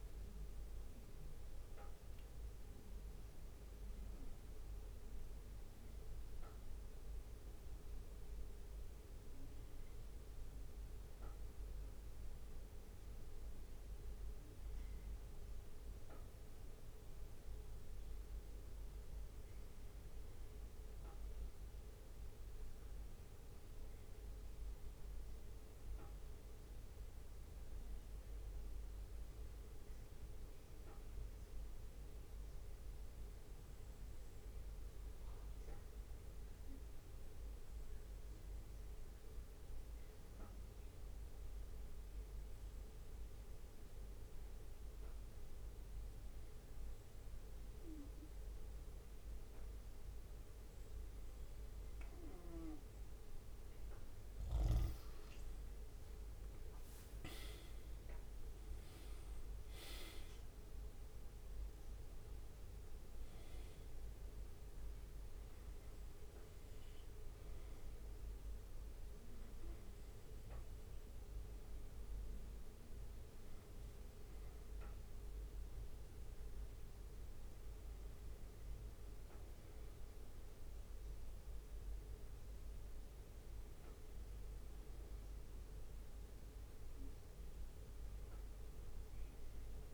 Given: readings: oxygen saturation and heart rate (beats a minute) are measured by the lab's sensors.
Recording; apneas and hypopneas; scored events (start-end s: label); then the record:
breathing in sleep, hard to hear, by a room microphone; 1
0.00-3.00 s: bradycardia (device-marked, heart rate 57 extreme)
8.00-26.00 s: bradycardia (device-marked, heart rate 59 before, 55 extreme)
28.50-51.50 s: obstructive apnea (oxygen 98% before, 94% lowest, heart rate 58 before, 58 extreme, up 5 after)
31.00-34.00 s: bradycardia (device-marked, heart rate 59 before, 60 extreme)
38.00-40.00 s: long interval between heartbeats (device-marked, heart rate 58 before, 67 extreme)
41.00-52.00 s: bradycardia (device-marked, heart rate 59 before, 58 extreme)
55.00-59.00 s: arousal
65.00-71.00 s: bradycardia (device-marked, heart rate 59 before, 59 extreme)
76.00-89.94 s: bradycardia (device-marked, heart rate 59 before, 55 extreme)
From the record:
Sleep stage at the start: N2 (light sleep); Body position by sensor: on the back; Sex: male